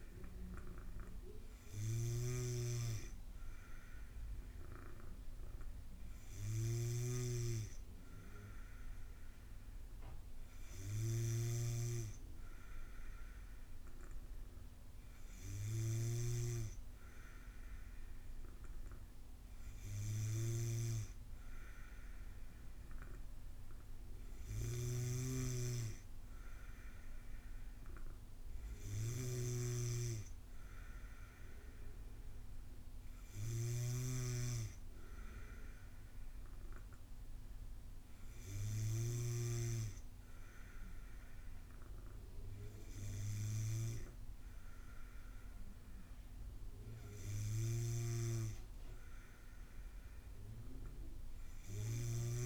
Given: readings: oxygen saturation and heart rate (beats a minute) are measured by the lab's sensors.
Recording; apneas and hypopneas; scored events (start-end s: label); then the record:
breathing in sleep by a room microphone; none
0.00-39.00 s: snoring (device-marked)
47.50-52.46 s: snoring (device-marked)
From the record:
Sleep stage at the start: N2 (light sleep); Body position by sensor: on the back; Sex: female